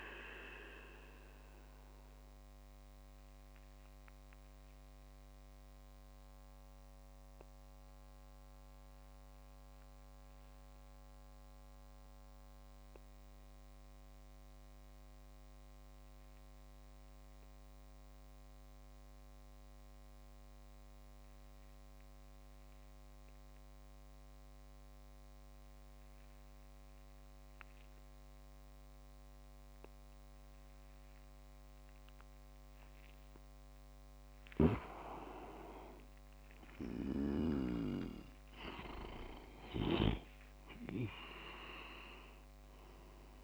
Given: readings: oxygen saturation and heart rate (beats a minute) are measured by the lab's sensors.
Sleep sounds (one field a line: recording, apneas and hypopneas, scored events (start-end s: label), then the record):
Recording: breathing in sleep by a microphone on the trachea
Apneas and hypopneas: 1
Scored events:
1.00-31.50 s: obstructive apnea (oxygen 99% before, 94% lowest)
7.00-15.00 s: oxygen desaturation (device-marked, oxygen 97% before, 94% lowest)
33.00-37.50 s: arousal
34.00-37.50 s: snoring (device-marked)
38.50-41.50 s: leg movement (device-marked)
From the record:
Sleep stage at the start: N2 (light sleep)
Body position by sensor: on the back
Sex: male